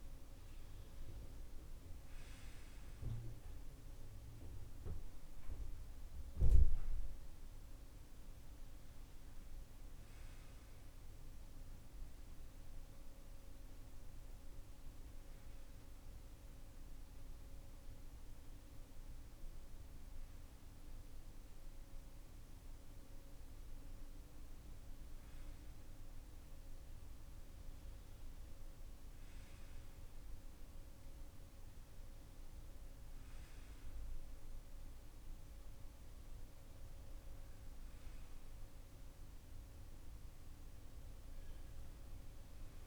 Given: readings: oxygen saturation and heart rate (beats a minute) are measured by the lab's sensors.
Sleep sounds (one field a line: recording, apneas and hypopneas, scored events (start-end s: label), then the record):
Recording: breathing in sleep, hard to hear, by a room microphone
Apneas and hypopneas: none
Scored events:
none scored
From the record:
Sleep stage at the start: N2 (light sleep)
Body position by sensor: on the left side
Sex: male